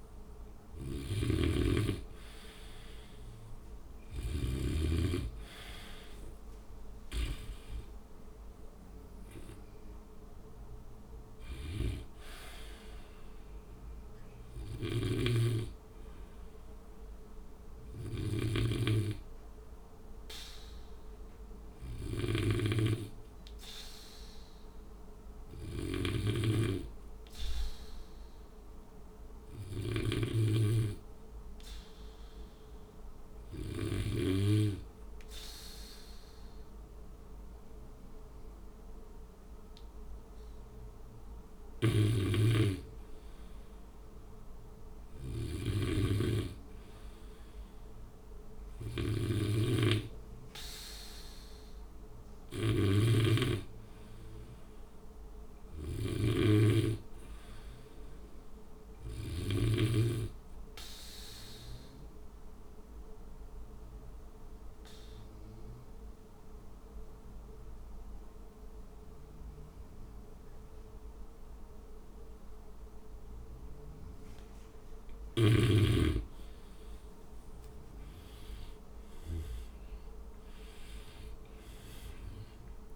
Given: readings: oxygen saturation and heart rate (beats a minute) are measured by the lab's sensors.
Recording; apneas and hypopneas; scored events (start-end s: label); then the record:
breathing in sleep by a room microphone; 2
0.00-3.50 s: arousal
0.00-4.50 s: snoring (device-marked)
15.00-29.00 s: oxygen desaturation (device-marked, oxygen 95% before, 91% lowest, heart rate 63 before, 57 extreme)
19.00-42.50 s: hypopnea (oxygen 97% before, 91% lowest, heart rate 63 before, 57 extreme, up 2 after)
25.50-30.00 s: snoring (device-marked)
41.50-45.50 s: snoring (device-marked)
46.50-50.00 s: arousal
52.50-59.50 s: snoring (device-marked)
61.00-74.50 s: obstructive apnea (oxygen 97% before, 91% lowest, heart rate 60 before, 54 extreme, up 9 after)
79.00-82.96 s: arousal
From the record:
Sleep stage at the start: N2 (light sleep); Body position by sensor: on the back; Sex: male